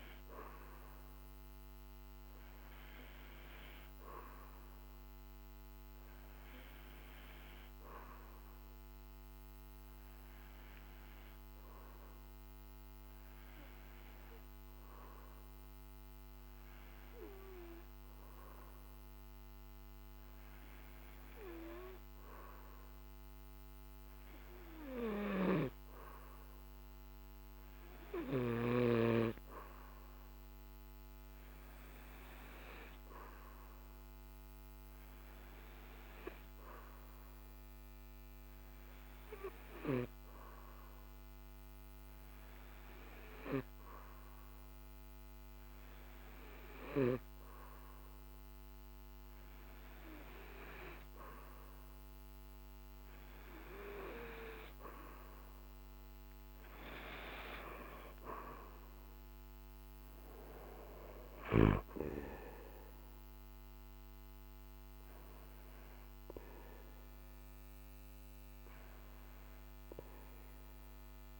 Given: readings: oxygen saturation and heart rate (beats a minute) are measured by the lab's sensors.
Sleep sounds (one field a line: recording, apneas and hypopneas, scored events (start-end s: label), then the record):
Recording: breathing in sleep by a microphone on the trachea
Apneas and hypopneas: none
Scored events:
none scored
From the record:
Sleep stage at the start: N2 (light sleep)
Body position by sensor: on the back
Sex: male